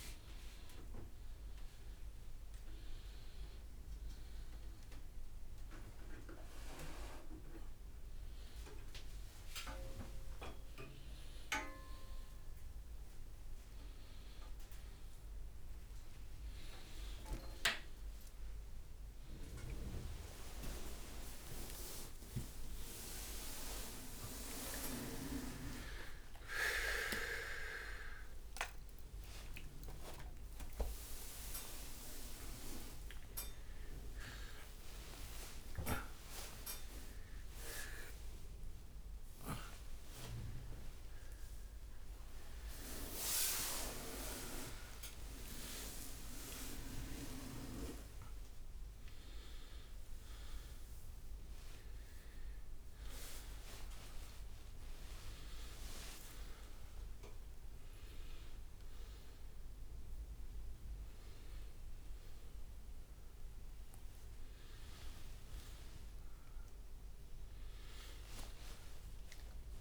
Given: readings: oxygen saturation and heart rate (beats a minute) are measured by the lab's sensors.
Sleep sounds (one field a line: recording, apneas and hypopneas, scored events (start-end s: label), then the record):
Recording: a person awake in a sleep study, by a room microphone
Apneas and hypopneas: none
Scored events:
28.50-30.50 s: leg movement (device-marked)
30.50-41.00 s: leg movement (device-marked)
43.50-46.50 s: leg movement (device-marked)
53.00-54.50 s: leg movement (device-marked)
55.50-59.50 s: leg movement (device-marked)
65.00-66.00 s: leg movement (device-marked)
68.00-69.00 s: leg movement (device-marked)
From the record:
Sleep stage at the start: awake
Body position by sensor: on the back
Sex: male